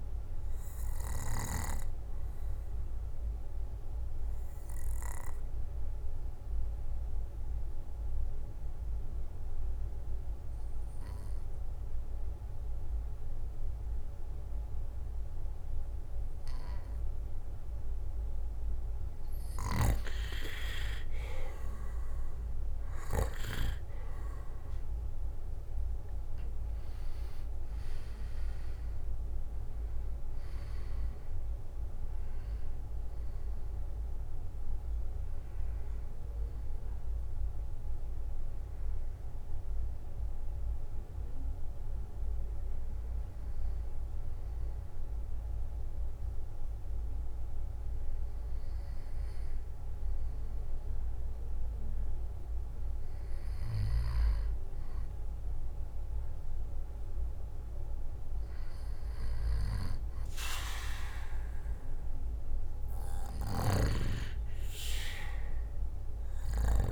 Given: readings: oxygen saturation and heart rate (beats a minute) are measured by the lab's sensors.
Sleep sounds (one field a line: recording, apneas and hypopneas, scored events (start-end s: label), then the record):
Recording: breathing in sleep by a room microphone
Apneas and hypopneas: 2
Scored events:
1.00-19.00 s: obstructive apnea (oxygen 97% before, 88% lowest, heart rate 64 before, 55 extreme, up 16 after)
1.50-12.50 s: oxygen desaturation (device-marked, oxygen 97% before, 92% lowest, heart rate 64 before, 57 extreme)
24.50-42.50 s: oxygen desaturation (device-marked, oxygen 97% before, 88% lowest, heart rate 61 before, 55 extreme)
25.50-29.00 s: arousal
35.00-52.00 s: hypopnea (oxygen 97% before, 88% lowest, heart rate 68 before, 56 extreme, up 6 after)
53.00-56.00 s: arousal
58.50-66.92 s: oxygen desaturation (device-marked, oxygen 97% before, 93% lowest, heart rate 60 before, 59 extreme)
From the record:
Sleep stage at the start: N2 (light sleep)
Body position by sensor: on the back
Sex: male